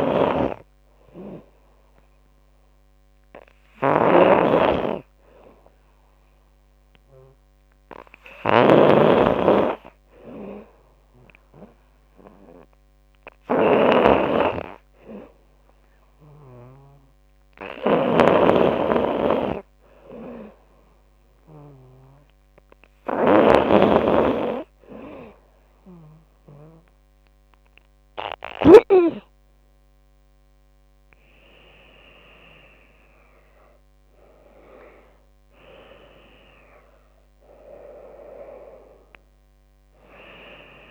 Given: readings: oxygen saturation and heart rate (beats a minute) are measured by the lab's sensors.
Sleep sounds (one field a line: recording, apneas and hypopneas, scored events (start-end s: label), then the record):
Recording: breathing in sleep by a microphone on the trachea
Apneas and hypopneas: none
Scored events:
0.00-29.00 s: snoring (device-marked)
30.00-40.91 s: drop in pulse transit time (device-marked, heart rate 83 before, 77 extreme)
31.50-35.00 s: arousal
From the record:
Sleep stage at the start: N2 (light sleep)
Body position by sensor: on the back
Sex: female